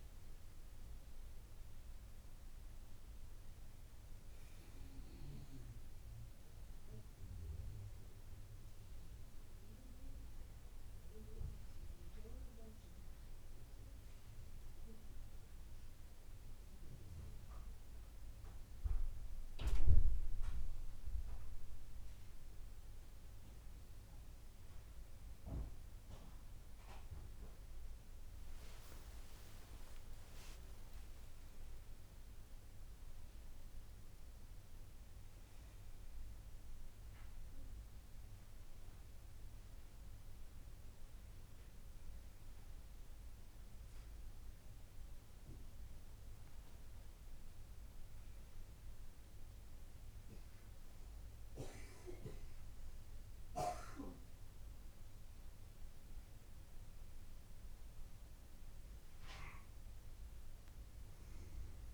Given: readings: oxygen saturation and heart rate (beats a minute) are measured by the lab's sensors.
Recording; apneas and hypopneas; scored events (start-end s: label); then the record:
a person awake in a sleep study, by a room microphone; none
40.00-61.93 s: new sleep stage, N1 (lightest sleep)
From the record:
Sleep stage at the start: awake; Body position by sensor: on the back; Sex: female